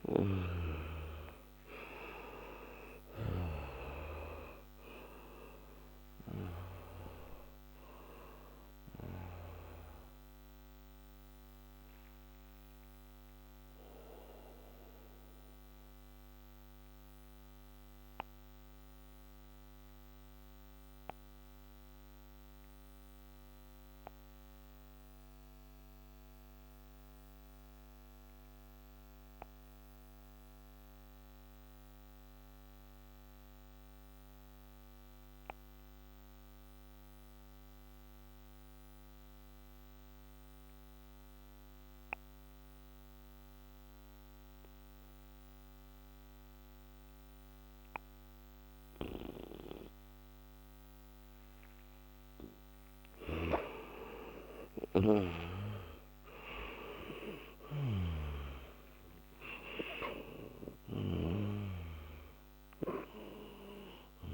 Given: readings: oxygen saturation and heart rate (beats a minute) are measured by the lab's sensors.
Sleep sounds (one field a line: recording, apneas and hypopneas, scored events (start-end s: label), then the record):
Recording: breathing in sleep by a microphone on the trachea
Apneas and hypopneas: 1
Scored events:
0.00-6.00 s: arousal
11.00-51.00 s: obstructive apnea (oxygen 98% before, 87% lowest, heart rate 59 before, 44 extreme, up 3 after)
14.50-32.50 s: oxygen desaturation (device-marked, oxygen 95% before, 89% lowest, heart rate 57 before, 54 extreme)
53.50-59.00 s: arousal
55.50-64.34 s: oxygen desaturation (device-marked, oxygen 97% before, 87% lowest, heart rate 62 before, 47 extreme)
From the record:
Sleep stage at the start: N2 (light sleep)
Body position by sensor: on the back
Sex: male